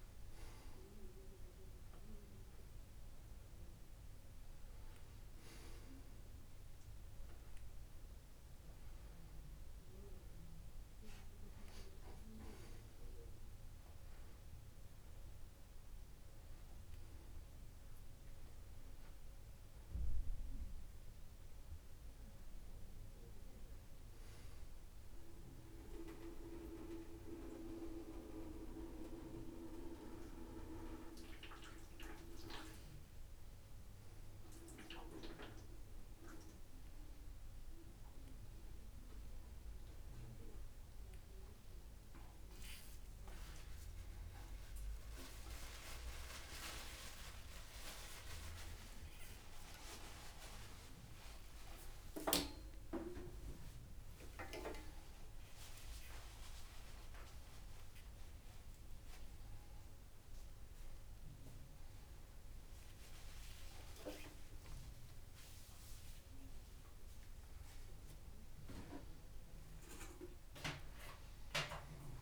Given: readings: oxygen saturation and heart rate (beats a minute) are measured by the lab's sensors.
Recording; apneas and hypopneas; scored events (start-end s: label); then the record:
a person awake in a sleep study, by a room microphone; none
12.00-14.00 s: long interval between heartbeats (device-marked)
15.50-17.50 s: long interval between heartbeats (device-marked)
31.50-33.50 s: long interval between heartbeats (device-marked)
33.50-35.50 s: long interval between heartbeats (device-marked)
33.50-36.50 s: tachycardia (device-marked)
35.50-37.50 s: long interval between heartbeats (device-marked)
37.50-39.50 s: long interval between heartbeats (device-marked, heart rate 34 before, 107 extreme)
40.00-42.00 s: long interval between heartbeats (device-marked, heart rate 44 before, 95 extreme)
43.00-45.00 s: long interval between heartbeats (device-marked, heart rate 54 before, 60 extreme)
55.50-57.50 s: long interval between heartbeats (device-marked)
59.00-61.00 s: long interval between heartbeats (device-marked, heart rate 50 before, 43 extreme)
65.00-67.00 s: long interval between heartbeats (device-marked, heart rate 37 before, 29 extreme)
From the record:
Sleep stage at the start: awake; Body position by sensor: upright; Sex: male